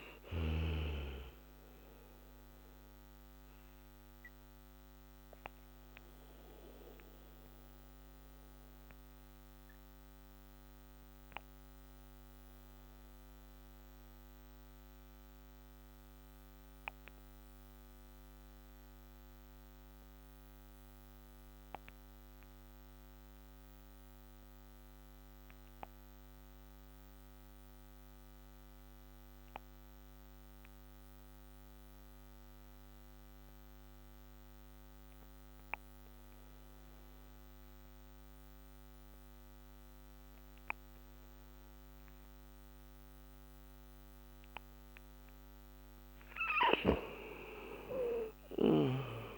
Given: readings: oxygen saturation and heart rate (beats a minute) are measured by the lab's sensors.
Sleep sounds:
breathing in sleep by a microphone on the trachea; 1
0.00-24.00 s: oxygen desaturation (device-marked, oxygen 88% lowest, heart rate 56 extreme)
3.00-45.00 s: obstructive apnea (oxygen 98% before, 86% lowest, heart rate 72 before, 56 extreme, up 3 after)
42.00-49.37 s: oxygen desaturation (device-marked, oxygen 98% before, 86% lowest, heart rate 62 before, 57 extreme)
47.00-49.37 s: arousal
From the record:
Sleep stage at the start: N2 (light sleep); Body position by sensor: on the back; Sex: male

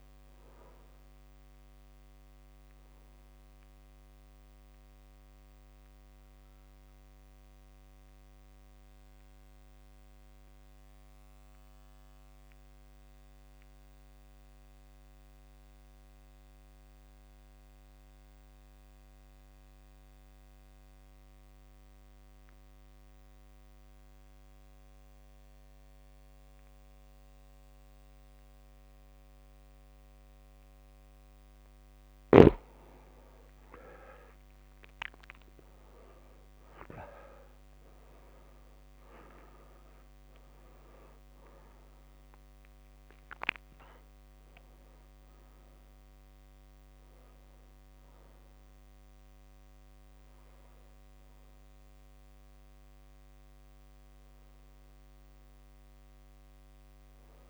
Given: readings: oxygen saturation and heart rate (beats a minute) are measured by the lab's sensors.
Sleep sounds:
breathing in sleep by a microphone on the trachea; 1
4.00-32.00 s: mixed apnea (oxygen 100% before, 89% lowest)
32.50-36.50 s: arousal
34.50-57.49 s: oxygen desaturation (device-marked, oxygen 99% before, 89% lowest)
From the record:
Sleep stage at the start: N2 (light sleep); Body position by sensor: on the back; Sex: male

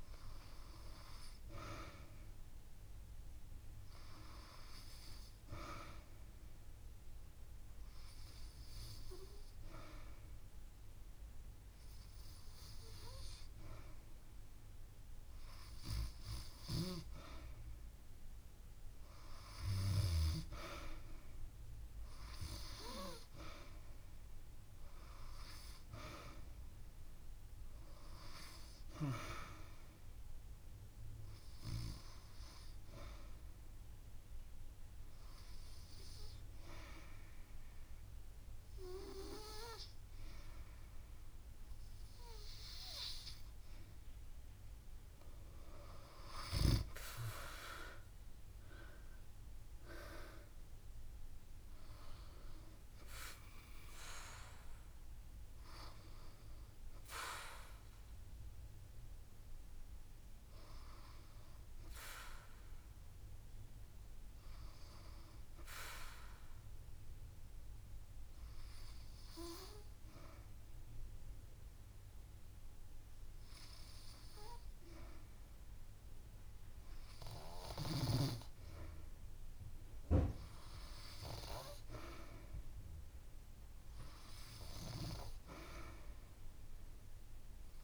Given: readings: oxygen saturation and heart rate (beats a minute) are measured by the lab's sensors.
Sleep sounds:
breathing in sleep by a room microphone; 3
6.50-18.00 s: obstructive apnea (oxygen 97% before, 93% lowest)
11.00-13.00 s: long interval between heartbeats (device-marked)
20.00-25.00 s: arousal
32.00-44.50 s: obstructive apnea (oxygen 96% before, 93% lowest)
49.50-54.50 s: arousal
62.50-64.50 s: long interval between heartbeats (device-marked)
66.00-78.00 s: obstructive apnea (oxygen 96% before, 93% lowest)
84.50-87.84 s: arousal
85.00-87.00 s: long interval between heartbeats (device-marked)
From the record:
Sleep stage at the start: N2 (light sleep); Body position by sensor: on the back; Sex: female

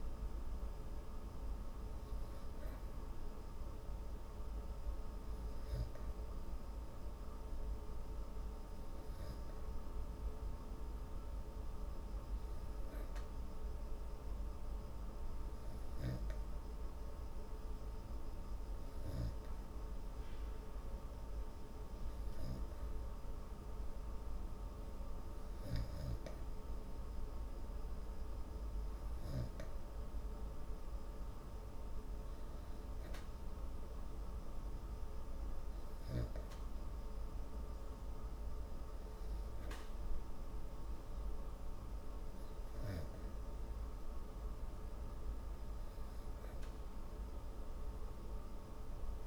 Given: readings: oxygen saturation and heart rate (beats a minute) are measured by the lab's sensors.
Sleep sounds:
breathing in sleep, hard to hear, by a room microphone; 1
1.00-4.00 s: arousal
11.00-25.00 s: hypopnea (oxygen 96% before, 92% lowest, heart rate 120 before, 112 extreme, up 15 after)
24.00-34.00 s: oxygen desaturation (device-marked, oxygen 95% before, 92% lowest, heart rate 123 before, 112 extreme)
31.50-34.50 s: arousal
From the record:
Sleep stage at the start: N2 (light sleep); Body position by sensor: on the back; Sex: female

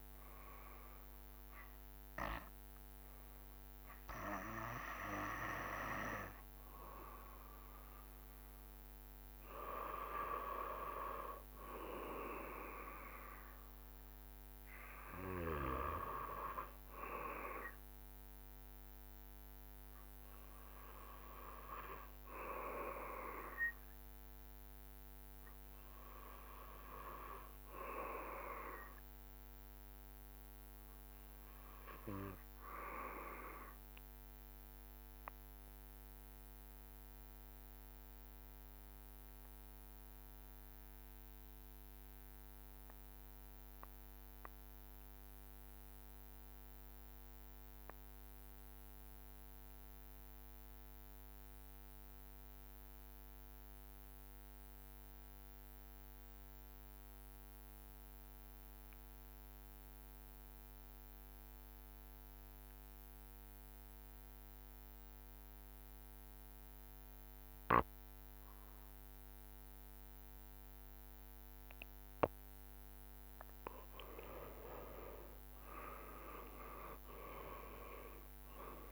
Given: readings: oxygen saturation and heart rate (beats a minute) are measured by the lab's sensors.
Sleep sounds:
breathing in sleep by a microphone on the trachea; 1
0.00-5.00 s: snoring (device-marked)
22.00-72.00 s: obstructive apnea (oxygen 97% before, 87% lowest, heart rate 69 before, 67 extreme, up 10 after)
52.00-78.91 s: oxygen desaturation (device-marked, oxygen 95% before, 87% lowest, heart rate 69 before, 67 extreme)
76.00-78.91 s: drop in pulse transit time (device-marked, heart rate 69 before, 73 extreme)
76.50-78.91 s: arousal
From the record:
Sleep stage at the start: N2 (light sleep); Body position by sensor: on the back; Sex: male

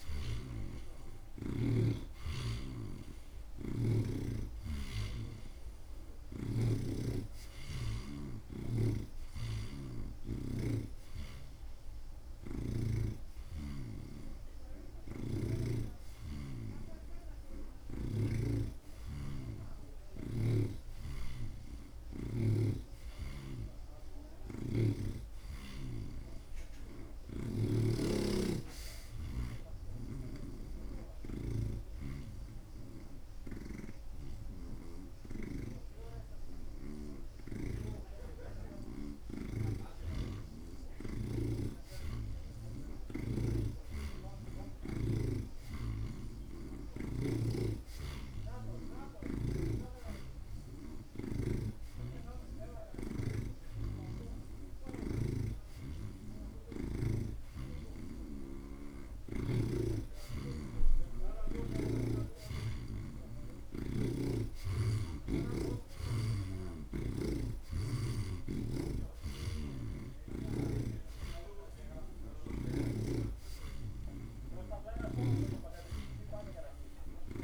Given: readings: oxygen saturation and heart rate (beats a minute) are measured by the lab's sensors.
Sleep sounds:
breathing in sleep by a room microphone; 1
7.00-10.50 s: snoring (device-marked)
15.00-18.50 s: snoring (device-marked)
25.50-28.50 s: arousal
28.00-31.50 s: snoring (device-marked)
31.50-41.50 s: hypopnea (oxygen 84% before, 78% lowest)
33.50-38.00 s: snoring (device-marked)
40.00-43.50 s: snoring (device-marked)
45.00-49.00 s: arousal
48.00-51.50 s: snoring (device-marked)
53.50-60.00 s: snoring (device-marked)
57.00-67.00 s: oxygen desaturation (device-marked, oxygen 84% before, 78% lowest)
69.50-73.00 s: snoring (device-marked)
75.00-77.44 s: oxygen desaturation (device-marked, oxygen 83% before, 78% lowest)
From the record:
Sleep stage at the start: N2 (light sleep); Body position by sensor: on the right side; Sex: male

